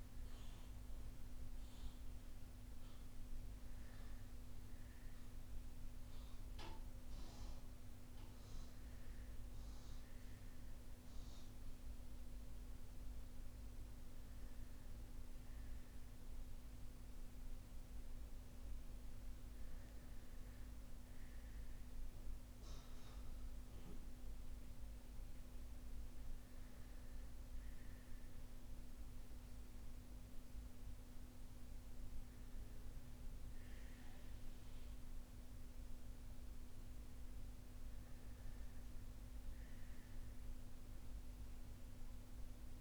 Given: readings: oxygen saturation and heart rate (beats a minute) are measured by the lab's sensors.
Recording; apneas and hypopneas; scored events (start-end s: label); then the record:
breathing in sleep, hard to hear, by a room microphone; none
none scored
From the record:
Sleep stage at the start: N1 (lightest sleep); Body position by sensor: on the front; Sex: male